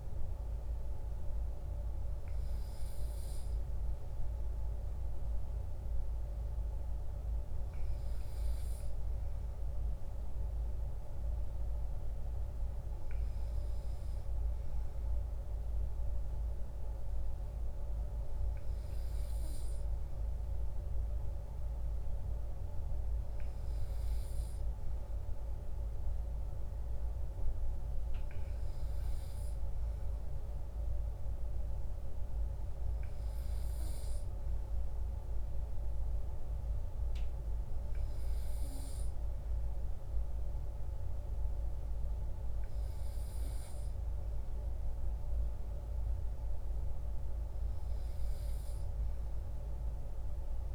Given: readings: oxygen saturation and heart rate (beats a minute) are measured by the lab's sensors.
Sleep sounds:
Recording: breathing in sleep, hard to hear, by a room microphone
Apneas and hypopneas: none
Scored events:
none scored
From the record:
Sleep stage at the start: N2 (light sleep)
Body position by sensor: on the right side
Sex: male

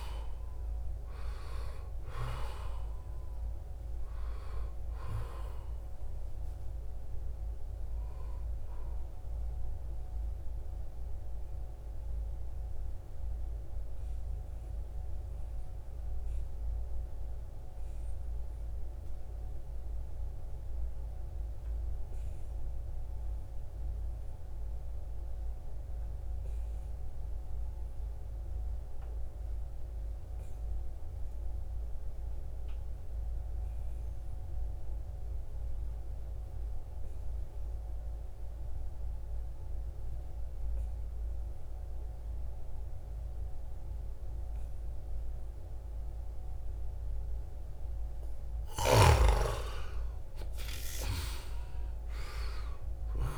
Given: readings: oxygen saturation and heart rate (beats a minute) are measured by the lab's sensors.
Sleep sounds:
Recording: breathing in sleep by a room microphone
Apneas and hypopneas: 1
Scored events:
0.00-24.50 s: oxygen desaturation (device-marked, oxygen 84% lowest, heart rate 62 extreme)
10.00-46.50 s: obstructive apnea (oxygen 95% before, 84% lowest, heart rate 75 before, 62 extreme, up 9 after)
41.50-53.38 s: oxygen desaturation (device-marked, oxygen 96% before, 86% lowest, heart rate 67 before, 62 extreme)
48.00-52.50 s: arousal
From the record:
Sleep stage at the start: N2 (light sleep)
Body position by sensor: on the back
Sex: male

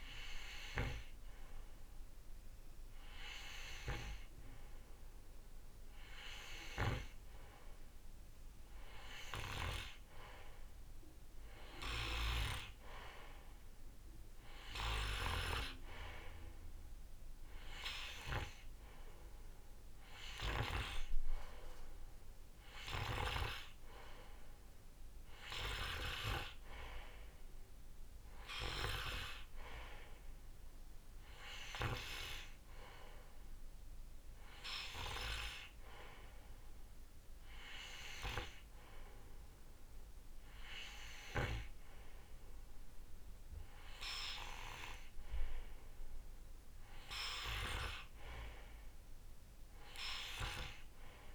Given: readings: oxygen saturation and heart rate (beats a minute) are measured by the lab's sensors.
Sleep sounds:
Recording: breathing in sleep by a room microphone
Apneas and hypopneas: none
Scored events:
none scored
From the record:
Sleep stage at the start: N2 (light sleep)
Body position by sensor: on the right side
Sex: male

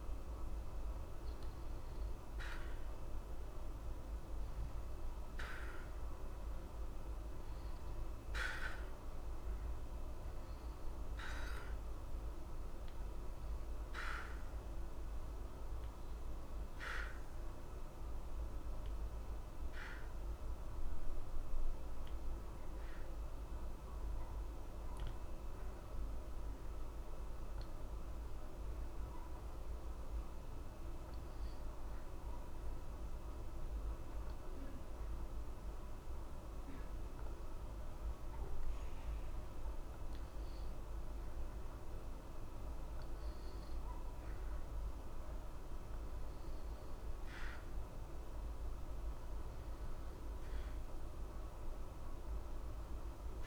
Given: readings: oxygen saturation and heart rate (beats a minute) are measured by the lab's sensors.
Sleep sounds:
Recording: breathing in sleep, hard to hear, by a room microphone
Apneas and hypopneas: 1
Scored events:
0.00-2.00 s: arousal
9.00-37.00 s: oxygen desaturation (device-marked, oxygen 95% before, 89% lowest, heart rate 61 before, 60 extreme)
21.00-42.00 s: obstructive apnea (oxygen 95% before, 89% lowest, heart rate 60 before, 60 extreme, up 2 after)
45.00-49.50 s: arousal
From the record:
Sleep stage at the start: N2 (light sleep)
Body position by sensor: on the back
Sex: male

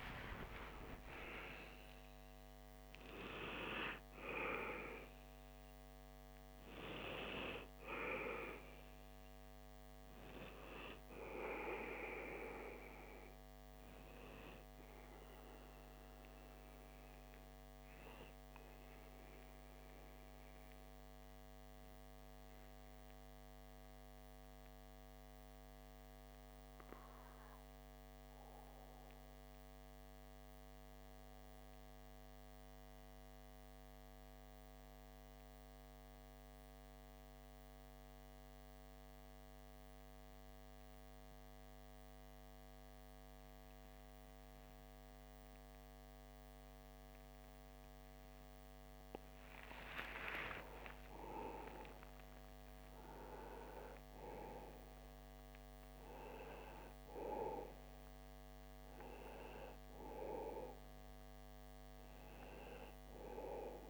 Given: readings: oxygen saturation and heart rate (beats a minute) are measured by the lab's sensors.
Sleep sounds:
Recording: breathing in sleep by a microphone on the trachea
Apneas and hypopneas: 1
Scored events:
0.00-2.50 s: arousal
1.50-31.50 s: oxygen desaturation (device-marked, oxygen 98% before, 94% lowest)
18.50-48.00 s: obstructive apnea (oxygen 98% before, 92% lowest)
49.00-53.50 s: arousal
From the record:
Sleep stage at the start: N2 (light sleep)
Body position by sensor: on the back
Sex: male

